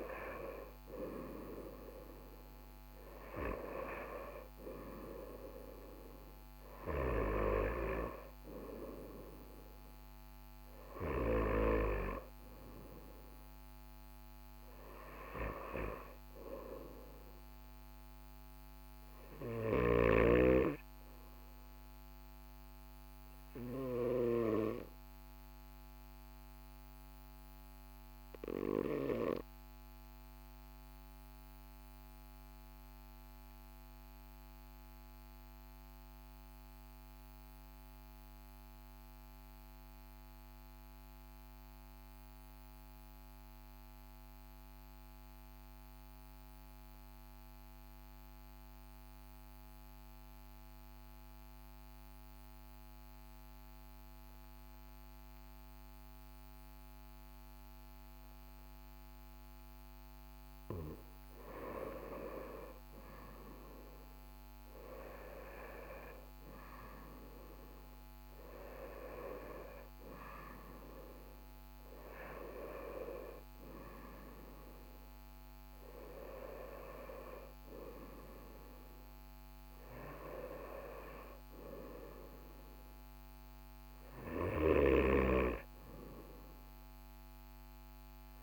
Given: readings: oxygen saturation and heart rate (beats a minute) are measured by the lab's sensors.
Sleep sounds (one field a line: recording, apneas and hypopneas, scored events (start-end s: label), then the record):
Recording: breathing in sleep by a microphone on the trachea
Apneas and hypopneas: 1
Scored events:
0.00-28.00 s: oxygen desaturation (device-marked, oxygen 94% lowest, heart rate 39 extreme)
25.50-60.50 s: obstructive apnea (oxygen 97% before, 93% lowest, heart rate 46 before, 40 extreme, up 3 after)
54.00-74.00 s: oxygen desaturation (device-marked, oxygen 98% before, 95% lowest, heart rate 41 before, 41 extreme)
62.00-65.50 s: arousal
80.00-88.43 s: oxygen desaturation (device-marked, oxygen 96% before, 93% lowest, heart rate 44 before, 41 extreme)
84.00-88.43 s: snoring (device-marked)
From the record:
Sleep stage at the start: N2 (light sleep)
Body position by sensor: on the right side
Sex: male